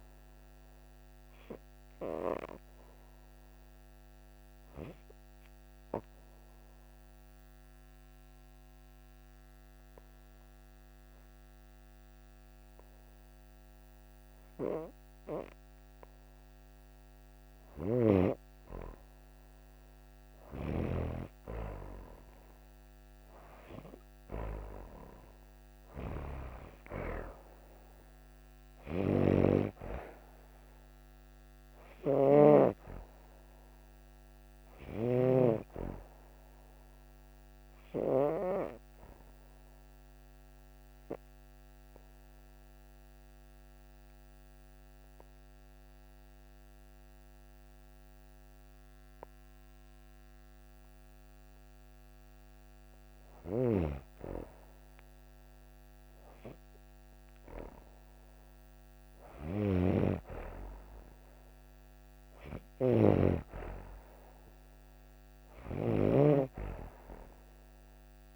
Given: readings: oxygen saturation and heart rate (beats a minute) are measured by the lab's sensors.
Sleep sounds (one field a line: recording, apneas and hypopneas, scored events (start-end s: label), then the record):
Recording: breathing in sleep by a microphone on the trachea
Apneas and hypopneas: 2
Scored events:
0.00-25.00 s: oxygen desaturation (device-marked, oxygen 90% lowest, heart rate 31 extreme)
0.50-16.50 s: obstructive apnea (oxygen 97% before, 90% lowest, heart rate 50 before, 31 extreme, up 6 after)
17.50-21.00 s: snoring (device-marked)
18.50-22.00 s: arousal
28.50-35.00 s: snoring (device-marked)
38.50-54.00 s: obstructive apnea (oxygen 96% before, 91% lowest, heart rate 48 before, 44 extreme, up 11 after)
44.00-55.00 s: oxygen desaturation (device-marked, oxygen 94% before, 91% lowest, heart rate 47 before, 44 extreme)
58.00-62.50 s: arousal
62.50-68.36 s: snoring (device-marked)
From the record:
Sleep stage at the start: N2 (light sleep)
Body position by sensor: on the back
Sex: female